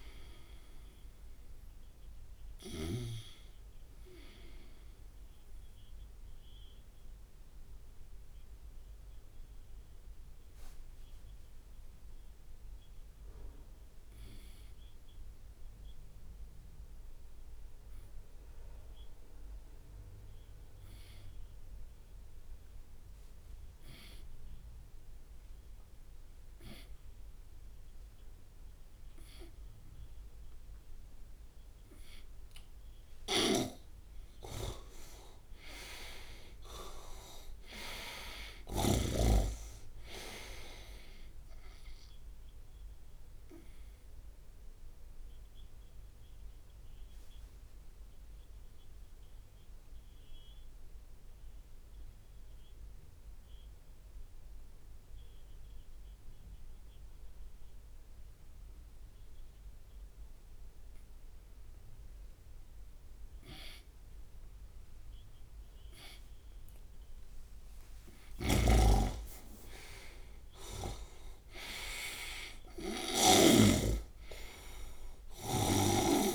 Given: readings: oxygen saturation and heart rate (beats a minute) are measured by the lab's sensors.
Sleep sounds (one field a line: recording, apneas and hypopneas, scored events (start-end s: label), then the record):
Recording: breathing in sleep by a room microphone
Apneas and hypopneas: 2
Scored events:
0.00-3.50 s: oxygen desaturation (device-marked, oxygen 92% lowest)
7.00-34.00 s: mixed apnea (oxygen 97% before, 85% lowest)
12.50-20.50 s: oxygen desaturation (device-marked, oxygen 93% before, 88% lowest)
28.50-48.50 s: oxygen desaturation (device-marked, oxygen 99% before, 93% lowest)
33.50-39.50 s: snoring (device-marked)
36.00-40.00 s: arousal
43.00-66.00 s: obstructive apnea (oxygen 99% before, 85% lowest)
53.50-61.50 s: oxygen desaturation (device-marked, oxygen 95% before, 85% lowest)
59.50-63.50 s: drop in pulse transit time (device-marked)
68.50-73.00 s: arousal
68.50-74.00 s: snoring (device-marked)
69.00-71.00 s: long interval between heartbeats (device-marked)
71.50-76.35 s: oxygen desaturation (device-marked, oxygen 98% before, 90% lowest)
From the record:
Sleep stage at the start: N2 (light sleep)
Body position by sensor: on the right side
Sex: male